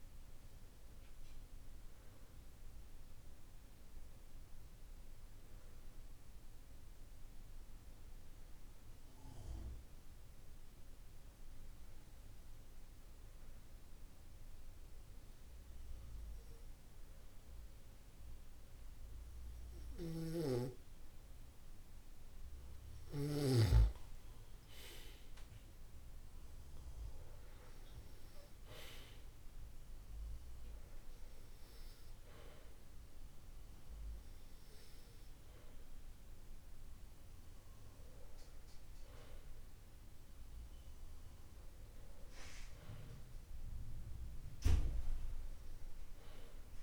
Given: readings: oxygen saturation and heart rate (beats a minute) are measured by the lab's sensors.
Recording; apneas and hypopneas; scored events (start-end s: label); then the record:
breathing in sleep by a room microphone; 1
7.50-21.50 s: hypopnea (oxygen 96% before, 93% lowest, heart rate 51 before, 49 extreme, up 20 after)
24.00-28.00 s: arousal
From the record:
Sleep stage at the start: N2 (light sleep); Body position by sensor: on the back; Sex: male